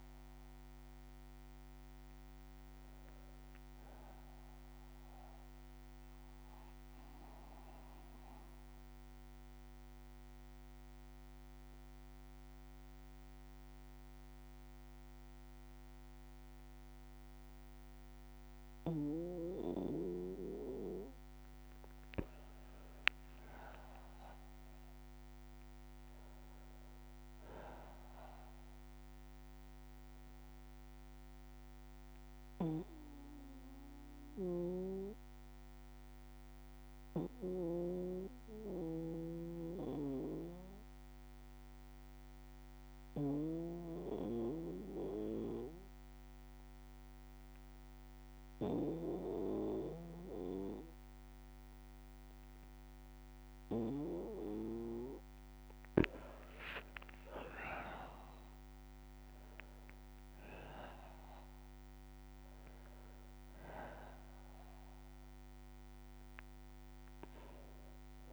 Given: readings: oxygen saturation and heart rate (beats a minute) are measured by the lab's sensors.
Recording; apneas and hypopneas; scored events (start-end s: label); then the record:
breathing in sleep by a microphone on the trachea; 2
0.00-18.50 s: oxygen desaturation (device-marked, oxygen 91% lowest, heart rate 55 extreme)
5.50-19.50 s: bradycardia (device-marked, heart rate 61 before, 57 extreme)
7.00-20.50 s: obstructive apnea (oxygen 97% before, 91% lowest, heart rate 69 before, 55 extreme, up 5 after)
23.00-26.50 s: arousal
30.50-54.00 s: obstructive apnea (oxygen 99% before, 93% lowest, heart rate 59 before, 55 extreme, up 8 after)
31.50-51.50 s: bradycardia (device-marked, heart rate 60 before, 55 extreme)
55.50-68.33 s: oxygen desaturation (device-marked, oxygen 98% before, 93% lowest, heart rate 57 before, 55 extreme)
56.00-60.50 s: arousal
66.50-68.33 s: bradycardia (device-marked, heart rate 60 before, 55 extreme)
From the record:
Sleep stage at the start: N2 (light sleep); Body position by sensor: on the back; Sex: male